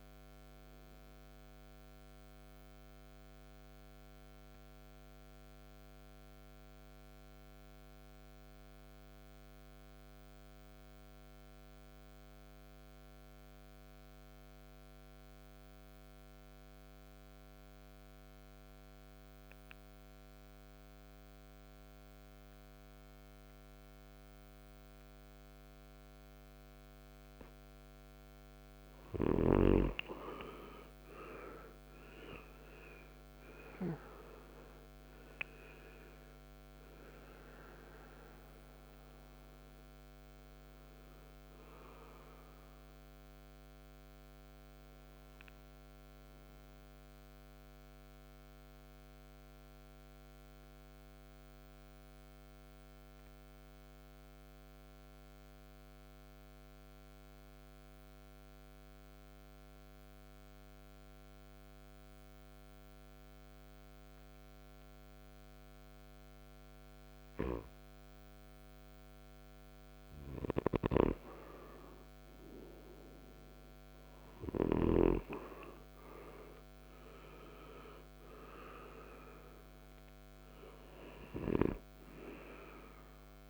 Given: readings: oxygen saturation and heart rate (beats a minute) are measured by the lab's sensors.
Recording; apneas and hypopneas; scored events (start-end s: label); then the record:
breathing in sleep by a microphone on the trachea; 2
0.00-10.00 s: oxygen desaturation (device-marked, oxygen 90% lowest, heart rate 53 extreme)
0.50-26.50 s: mixed apnea (oxygen 99% before, 88% lowest, heart rate 65 before, 53 extreme, up 17 after)
27.00-56.00 s: oxygen desaturation (device-marked, oxygen 98% before, 88% lowest, heart rate 56 before, 53 extreme)
31.50-35.00 s: arousal
50.00-68.00 s: mixed apnea (oxygen 98% before, 88% lowest, heart rate 66 before, 53 extreme, up 8 after)
70.50-73.50 s: arousal
72.00-83.50 s: oxygen desaturation (device-marked, oxygen 99% before, 91% lowest, heart rate 55 before, 55 extreme)
From the record:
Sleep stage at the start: N2 (light sleep); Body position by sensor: on the right side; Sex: male